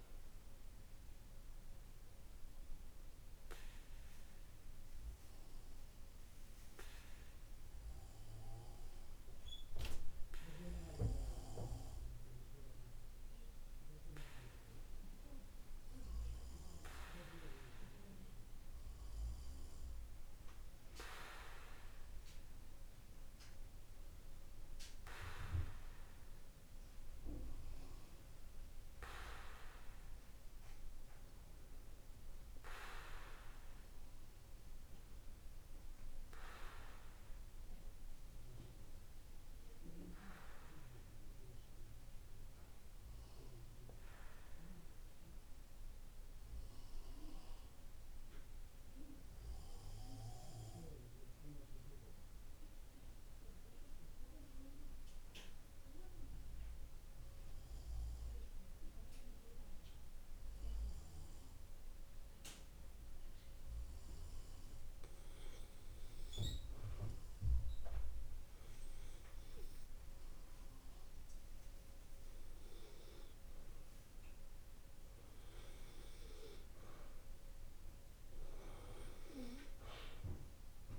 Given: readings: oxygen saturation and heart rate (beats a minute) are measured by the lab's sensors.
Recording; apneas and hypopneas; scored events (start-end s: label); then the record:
breathing in sleep by a room microphone; 2
2.50-14.50 s: obstructive apnea (oxygen 98% before, 93% lowest, heart rate 51 before, 48 extreme, up 2 after)
15.50-19.50 s: arousal
44.00-64.00 s: mixed apnea (oxygen 98% before, 89% lowest, heart rate 50 before, 48 extreme, up 3 after)
63.00-80.99 s: oxygen desaturation (device-marked, oxygen 96% before, 91% lowest, heart rate 49 before, 49 extreme)
67.00-71.00 s: arousal
From the record:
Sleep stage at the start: REM sleep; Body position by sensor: on the back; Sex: male